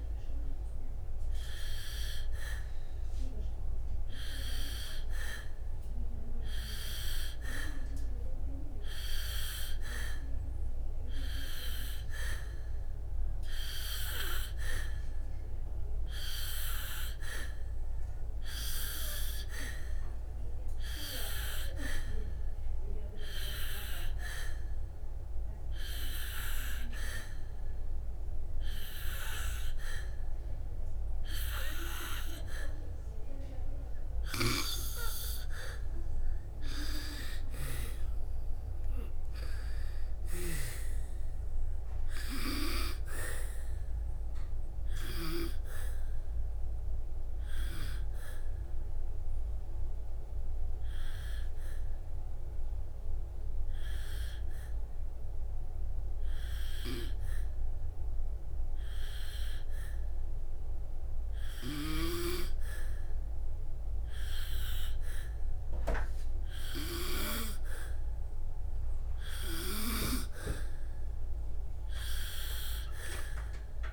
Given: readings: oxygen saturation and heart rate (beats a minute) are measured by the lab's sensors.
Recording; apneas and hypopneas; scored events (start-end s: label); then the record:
breathing in sleep by a room microphone; 2
0.50-32.00 s: obstructive apnea (oxygen 97% before, 90% lowest, heart rate 68 before, 58 extreme, up 1 after)
21.00-32.00 s: oxygen desaturation (device-marked, oxygen 96% before, 92% lowest, heart rate 64 before, 58 extreme)
36.50-41.00 s: arousal
51.00-62.00 s: obstructive apnea (oxygen 94% before, 91% lowest, heart rate 68 before, 58 extreme, up 7 after)
67.50-71.00 s: arousal
From the record:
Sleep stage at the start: N2 (light sleep); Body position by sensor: on the back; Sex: female